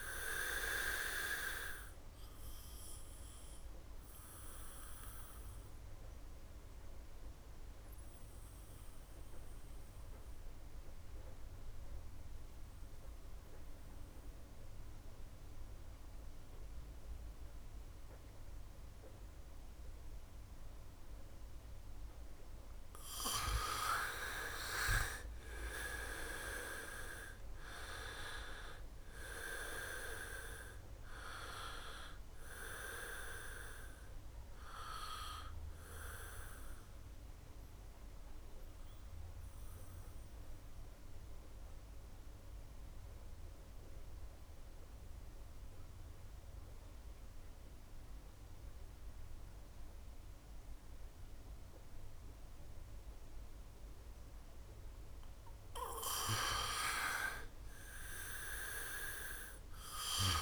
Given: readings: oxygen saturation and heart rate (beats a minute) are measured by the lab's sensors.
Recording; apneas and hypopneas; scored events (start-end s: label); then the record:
breathing in sleep by a room microphone; 2
0.50-19.50 s: oxygen desaturation (device-marked, oxygen 98% before, 87% lowest, heart rate 67 before, 63 extreme)
2.00-22.00 s: obstructive apnea (oxygen 99% before, 86% lowest, heart rate 67 before, 63 extreme, up 4 after)
21.50-50.50 s: oxygen desaturation (device-marked, oxygen 97% before, 86% lowest, heart rate 68 before, 63 extreme)
23.50-28.50 s: arousal
35.50-55.00 s: central apnea (oxygen 97% before, 85% lowest, heart rate 70 before, 63 extreme, up 8 after)
57.00-60.42 s: arousal
From the record:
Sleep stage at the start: N2 (light sleep); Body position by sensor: on the back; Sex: male